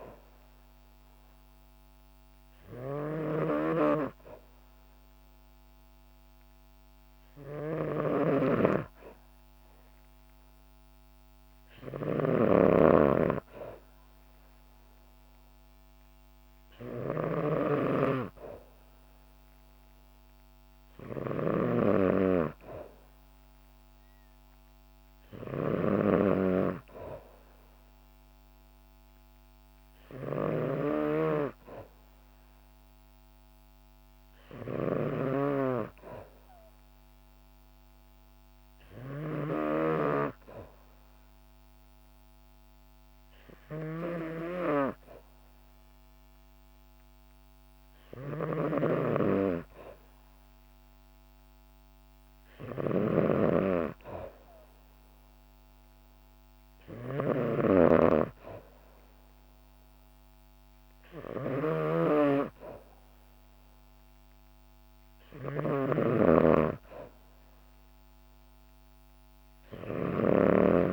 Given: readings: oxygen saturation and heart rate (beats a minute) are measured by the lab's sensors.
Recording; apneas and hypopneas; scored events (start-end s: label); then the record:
breathing in sleep by a microphone on the trachea; none
0.00-70.93 s: snoring (device-marked)
From the record:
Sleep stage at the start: N2 (light sleep); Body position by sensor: on the back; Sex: female